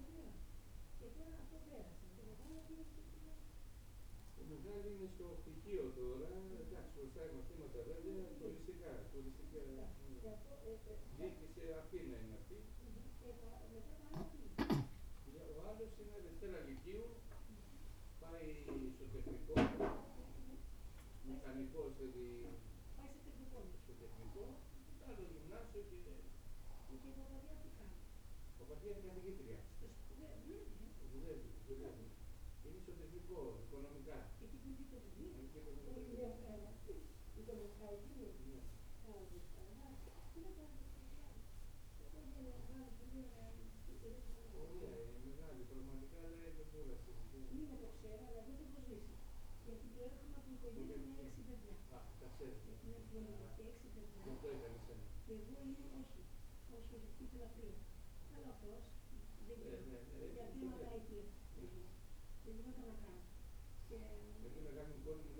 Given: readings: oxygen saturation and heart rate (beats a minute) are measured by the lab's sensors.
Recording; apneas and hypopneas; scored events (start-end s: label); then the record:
breathing in sleep by a room microphone; none
none scored
From the record:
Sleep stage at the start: N2 (light sleep); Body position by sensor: on the right side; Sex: female